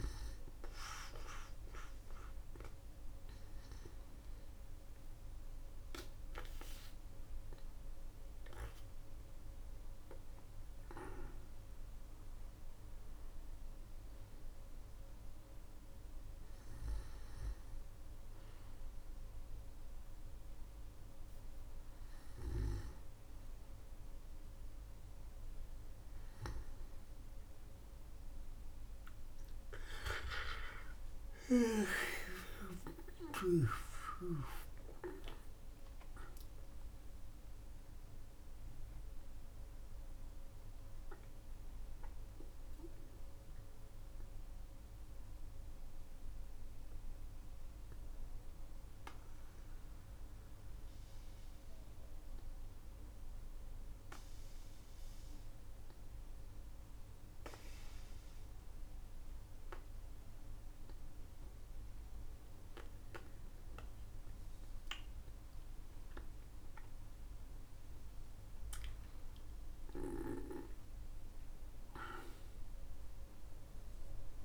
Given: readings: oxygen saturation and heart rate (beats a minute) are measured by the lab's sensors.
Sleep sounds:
breathing in sleep by a room microphone; 1
0.00-14.50 s: oxygen desaturation (device-marked, oxygen 93% lowest, heart rate 54 extreme)
6.50-10.50 s: arousal
29.50-34.00 s: arousal
47.00-67.00 s: hypopnea (oxygen 96% before, 95% lowest, heart rate 62 before, 54 extreme, up 15 after)
51.50-74.45 s: new sleep stage, N2 (light sleep)
68.00-72.00 s: arousal
From the record:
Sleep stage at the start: N1 (lightest sleep); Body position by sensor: on the back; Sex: male

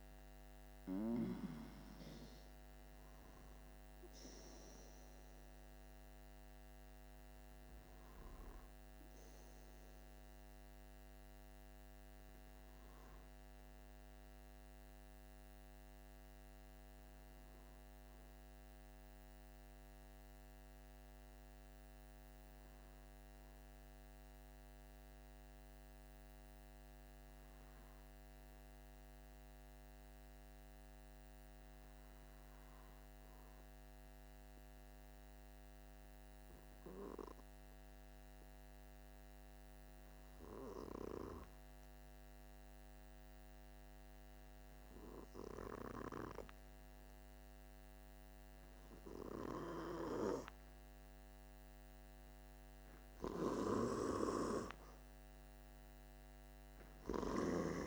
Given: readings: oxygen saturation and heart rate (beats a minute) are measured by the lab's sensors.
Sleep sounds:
breathing in sleep by a microphone on the trachea; 1
35.00-52.00 s: obstructive apnea (oxygen 98% before, 93% lowest, heart rate 47 before, 46 extreme, up 0 after)
52.50-57.86 s: snoring (device-marked)
54.00-57.86 s: arousal
From the record:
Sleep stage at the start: N2 (light sleep); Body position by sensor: on the back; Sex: male

